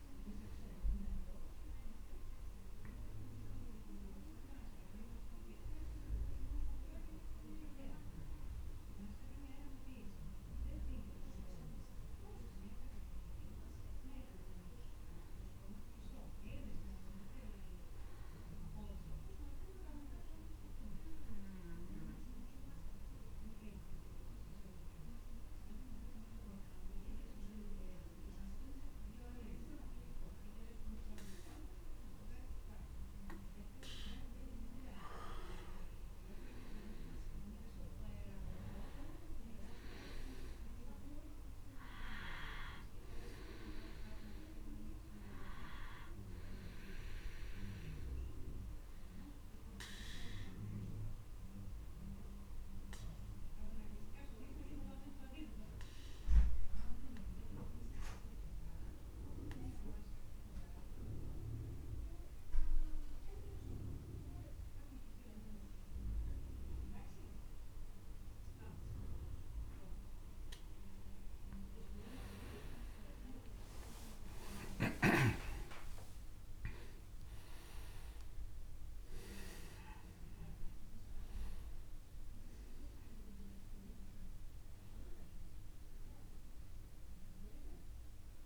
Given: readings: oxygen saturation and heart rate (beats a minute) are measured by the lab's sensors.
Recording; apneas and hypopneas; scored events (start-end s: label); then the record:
a person partly awake in a sleep study, by a room microphone; 2
11.50-71.50 s: new sleep stage, N2 (light sleep)
19.50-34.00 s: obstructive apnea (oxygen 98% before, 91% lowest, heart rate 45 before, 40 extreme, up 47 after)
36.00-40.00 s: arousal
41.50-63.50 s: oxygen desaturation (device-marked, oxygen 97% before, 93% lowest)
48.00-70.00 s: obstructive apnea (oxygen 97% before, 91% lowest)
71.50-88.46 s: new sleep stage, N1 (lightest sleep)
72.00-75.00 s: arousal
82.50-88.46 s: oxygen desaturation (device-marked, oxygen 98% before, 91% lowest, heart rate 56 before, 30 extreme)
From the record:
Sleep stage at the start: awake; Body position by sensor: on the back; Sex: male